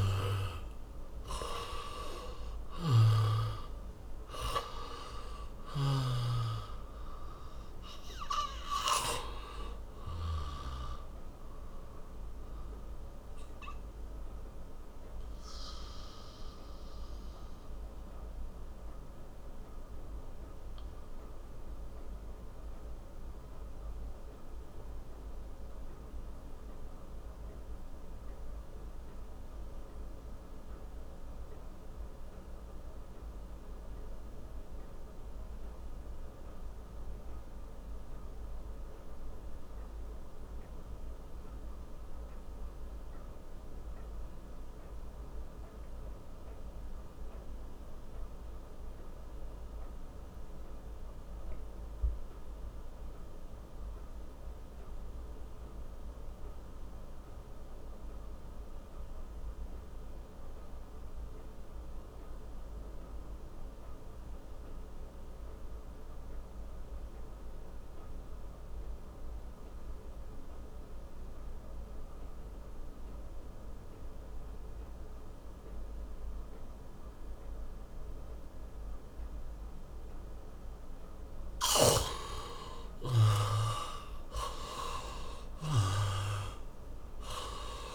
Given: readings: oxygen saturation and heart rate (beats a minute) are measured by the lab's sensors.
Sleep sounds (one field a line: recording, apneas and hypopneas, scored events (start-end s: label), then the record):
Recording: breathing in sleep by a room microphone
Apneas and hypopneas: 1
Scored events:
0.00-2.00 s: arousal
0.00-36.00 s: oxygen desaturation (device-marked, oxygen 79% lowest)
2.50-6.00 s: snoring (device-marked)
12.50-80.00 s: obstructive apnea (oxygen 96% before, 71% lowest)
18.00-87.95 s: new sleep stage, REM sleep
49.00-87.95 s: oxygen desaturation (device-marked, oxygen 99% before, 71% lowest)
82.50-87.00 s: arousal
From the record:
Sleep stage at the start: N2 (light sleep)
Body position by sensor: on the back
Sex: male